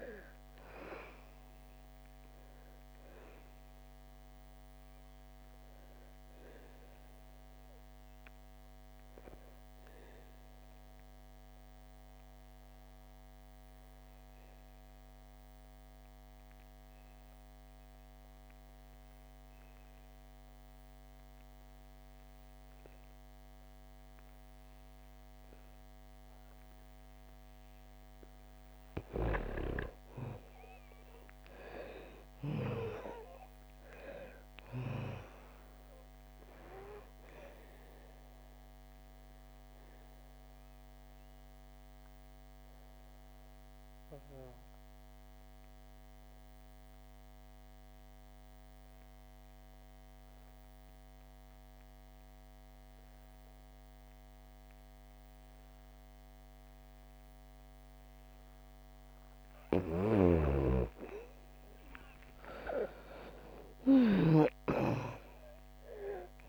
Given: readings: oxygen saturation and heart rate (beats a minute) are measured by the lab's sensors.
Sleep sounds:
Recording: breathing in sleep by a microphone on the trachea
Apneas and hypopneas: 2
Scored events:
0.00-23.00 s: oxygen desaturation (device-marked, oxygen 81% lowest, heart rate 58 extreme)
10.00-26.50 s: obstructive apnea (oxygen 98% before, 81% lowest, heart rate 66 before, 58 extreme, up 8 after)
28.00-54.00 s: oxygen desaturation (device-marked, oxygen 98% before, 84% lowest, heart rate 62 before, 60 extreme)
29.00-33.00 s: arousal
37.50-58.50 s: obstructive apnea (oxygen 98% before, 82% lowest, heart rate 65 before, 59 extreme, up 7 after)
59.00-66.49 s: oxygen desaturation (device-marked, oxygen 97% before, 83% lowest, heart rate 64 before, 59 extreme)
59.50-64.00 s: snoring (device-marked)
62.50-66.49 s: arousal
From the record:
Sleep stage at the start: N2 (light sleep)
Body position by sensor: on the back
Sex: female

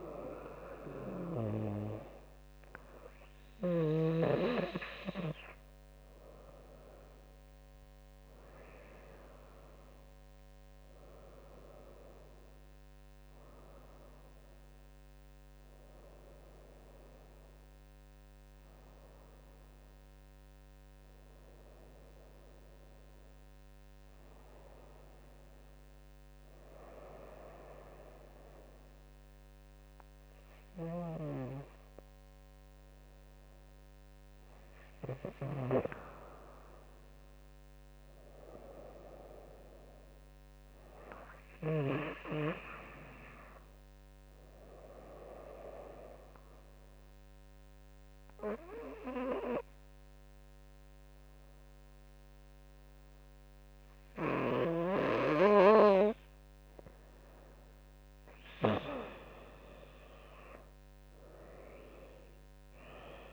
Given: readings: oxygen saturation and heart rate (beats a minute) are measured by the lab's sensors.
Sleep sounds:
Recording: breathing in sleep by a microphone on the trachea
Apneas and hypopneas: 1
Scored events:
0.00-4.00 s: snoring (device-marked)
7.00-19.00 s: drop in pulse transit time (device-marked, heart rate 81 before, 82 extreme)
35.50-42.00 s: snoring (device-marked)
45.00-56.00 s: obstructive apnea (oxygen 97% before, 92% lowest, heart rate 80 before, 78 extreme, up 8 after)
59.00-63.33 s: drop in pulse transit time (device-marked, heart rate 80 before, 82 extreme)
61.00-63.33 s: new sleep stage, awake
From the record:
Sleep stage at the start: N2 (light sleep)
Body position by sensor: on the right side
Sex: female

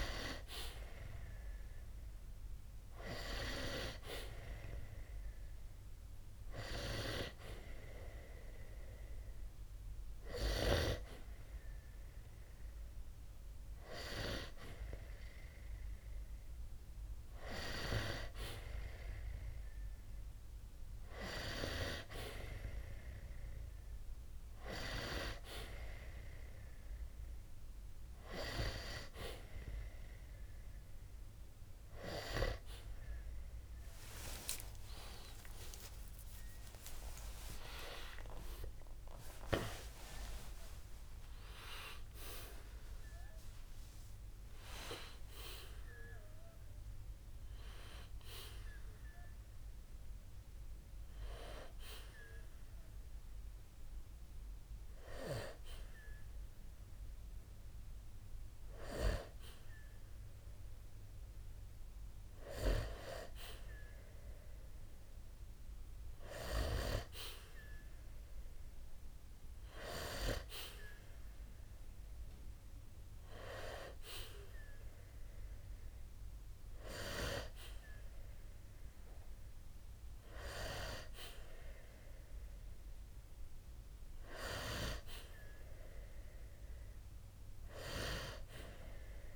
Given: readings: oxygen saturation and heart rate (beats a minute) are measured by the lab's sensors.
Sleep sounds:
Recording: breathing in sleep by a room microphone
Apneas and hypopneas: 1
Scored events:
7.00-18.00 s: hypopnea (oxygen 91% before, 89% lowest, heart rate 63 before, 60 extreme, up 1 after)
34.00-39.50 s: arousal
40.00-70.00 s: new sleep stage, N1 (lightest sleep)
70.00-89.36 s: new sleep stage, N2 (light sleep)
From the record:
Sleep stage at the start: N2 (light sleep)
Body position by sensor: on the back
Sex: male

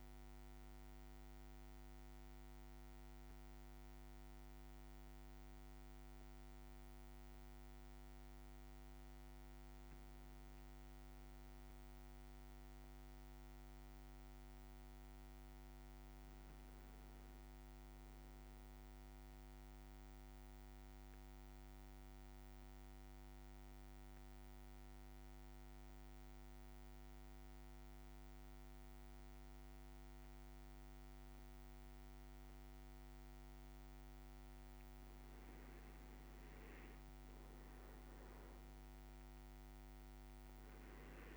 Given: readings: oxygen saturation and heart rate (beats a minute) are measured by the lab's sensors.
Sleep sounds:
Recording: breathing in sleep, hard to hear, by a microphone on the trachea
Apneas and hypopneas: 1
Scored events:
0.00-13.00 s: oxygen desaturation (device-marked, oxygen 91% lowest, heart rate 54 extreme)
13.50-16.50 s: arousal
19.50-33.50 s: central apnea (oxygen 100% before, 93% lowest, heart rate 55 before, 54 extreme, up 3 after)
36.00-40.00 s: arousal
From the record:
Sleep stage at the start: REM sleep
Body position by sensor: on the back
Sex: male

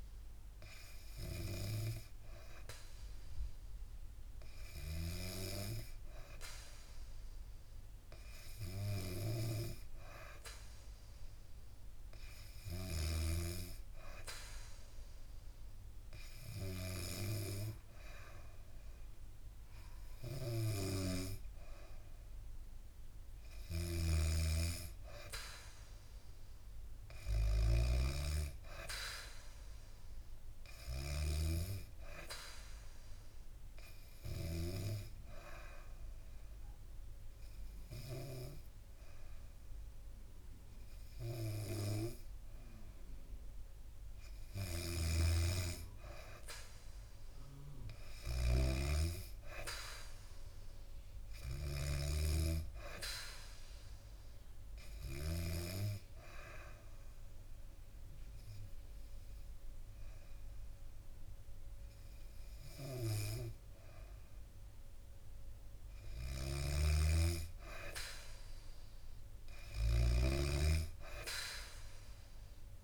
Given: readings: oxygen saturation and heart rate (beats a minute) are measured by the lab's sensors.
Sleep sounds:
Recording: breathing in sleep by a room microphone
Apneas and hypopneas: 3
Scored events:
8.50-23.00 s: hypopnea (oxygen 96% before, 92% lowest, heart rate 69 before, 69 extreme, up 3 after)
23.50-27.50 s: snoring (device-marked)
24.50-28.00 s: arousal
33.50-43.50 s: obstructive apnea (oxygen 96% before, 92% lowest, heart rate 71 before, 66 extreme, up 1 after)
44.50-51.50 s: snoring (device-marked)
46.00-50.00 s: arousal
52.00-67.00 s: oxygen desaturation (device-marked, oxygen 96% before, 92% lowest, heart rate 72 before, 66 extreme)
56.00-66.00 s: obstructive apnea (oxygen 96% before, 92% lowest, heart rate 72 before, 66 extreme, up 4 after)
66.00-72.84 s: snoring (device-marked)
69.00-72.50 s: arousal
From the record:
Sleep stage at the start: N2 (light sleep)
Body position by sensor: on the back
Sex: female

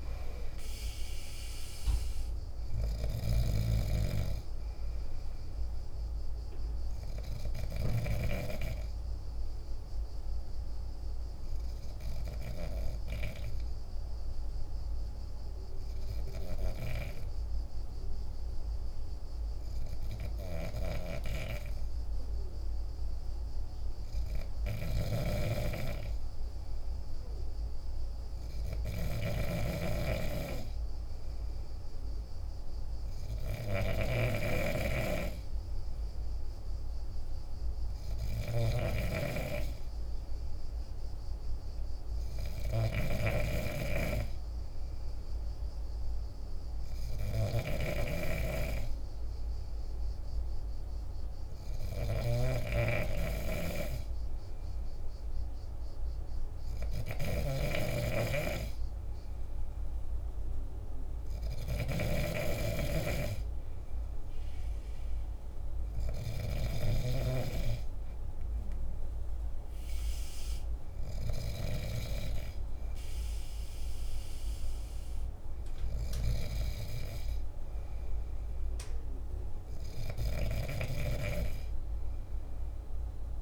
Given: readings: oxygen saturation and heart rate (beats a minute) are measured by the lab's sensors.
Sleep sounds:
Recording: breathing in sleep by a room microphone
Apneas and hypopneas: none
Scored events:
0.00-3.00 s: snoring (device-marked)
0.00-14.00 s: oxygen desaturation (device-marked, oxygen 92% lowest, heart rate 50 extreme)
24.50-39.00 s: snoring (device-marked)
33.00-45.00 s: oxygen desaturation (device-marked, oxygen 97% before, 93% lowest, heart rate 50 before, 51 extreme)
47.00-67.00 s: snoring (device-marked)
From the record:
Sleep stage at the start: N2 (light sleep)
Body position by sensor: on the back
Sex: male

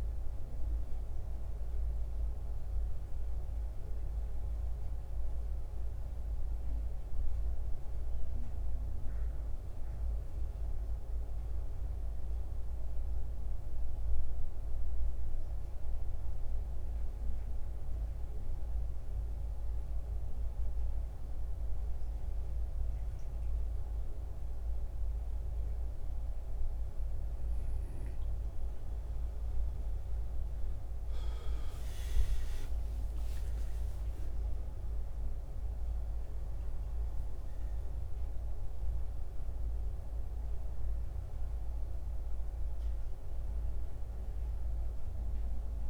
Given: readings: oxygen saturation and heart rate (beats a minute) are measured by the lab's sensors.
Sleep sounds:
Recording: breathing in sleep, hard to hear, by a room microphone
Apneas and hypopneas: 1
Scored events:
2.50-13.50 s: oxygen desaturation (device-marked, oxygen 92% before, 86% lowest, heart rate 75 before, 67 extreme)
13.00-29.00 s: central apnea (oxygen 93% before, 84% lowest, heart rate 77 before, 67 extreme, up 18 after)
30.00-33.50 s: arousal
40.50-45.89 s: oxygen desaturation (device-marked, oxygen 91% before, 84% lowest, heart rate 75 before, 67 extreme)
From the record:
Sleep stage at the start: N2 (light sleep)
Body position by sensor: on the back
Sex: male

